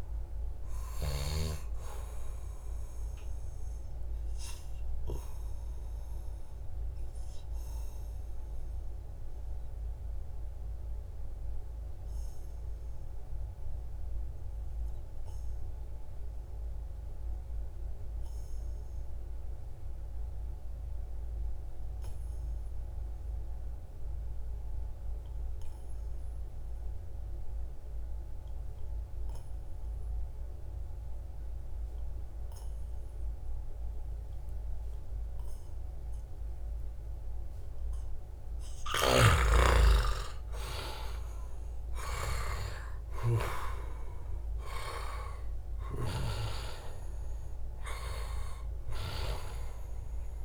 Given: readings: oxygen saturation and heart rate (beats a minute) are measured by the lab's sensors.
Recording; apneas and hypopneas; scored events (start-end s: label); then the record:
breathing in sleep by a room microphone; 1
0.00-1.00 s: snoring (device-marked)
1.50-11.50 s: oxygen desaturation (device-marked, oxygen 96% before, 91% lowest, heart rate 71 before, 67 extreme)
3.50-37.50 s: obstructive apnea (oxygen 98% before, 87% lowest, heart rate 73 before, 63 extreme, up 3 after)
30.50-50.45 s: oxygen desaturation (device-marked, oxygen 97% before, 87% lowest, heart rate 70 before, 63 extreme)
31.50-33.50 s: long interval between heartbeats (device-marked, heart rate 70 before, 69 extreme)
38.50-49.00 s: snoring (device-marked)
39.00-43.50 s: arousal
From the record:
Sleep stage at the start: N2 (light sleep); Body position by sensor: on the back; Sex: male